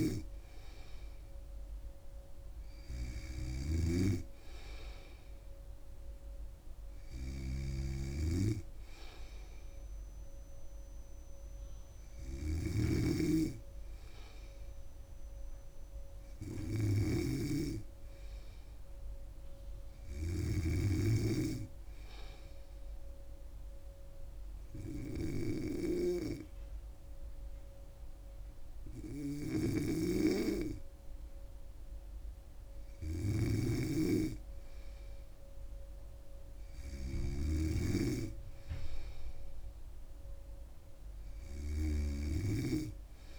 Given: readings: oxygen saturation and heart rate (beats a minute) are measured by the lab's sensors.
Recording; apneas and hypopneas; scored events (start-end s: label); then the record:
breathing in sleep by a room microphone; none
0.00-2.00 s: arousal
0.00-21.00 s: snoring (device-marked)
29.50-42.50 s: snoring (device-marked)
39.00-42.50 s: arousal
From the record:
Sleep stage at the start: N2 (light sleep); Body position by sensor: on the back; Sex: female